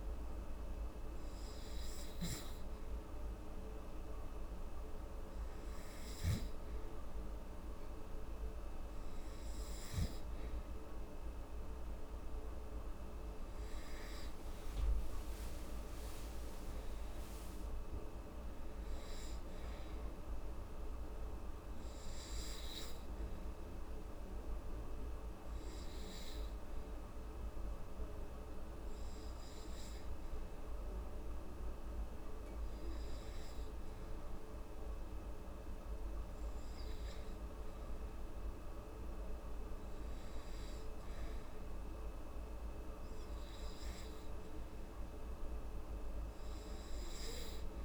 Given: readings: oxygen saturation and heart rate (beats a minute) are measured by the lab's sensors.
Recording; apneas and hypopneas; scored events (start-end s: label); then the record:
breathing in sleep, hard to hear, by a room microphone; 1
13.50-17.50 s: arousal
23.00-34.50 s: hypopnea (oxygen 95% before, 93% lowest, heart rate 95 before, 70 extreme, up 4 after)
38.50-43.00 s: arousal
From the record:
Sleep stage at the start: N2 (light sleep); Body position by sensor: on the back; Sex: female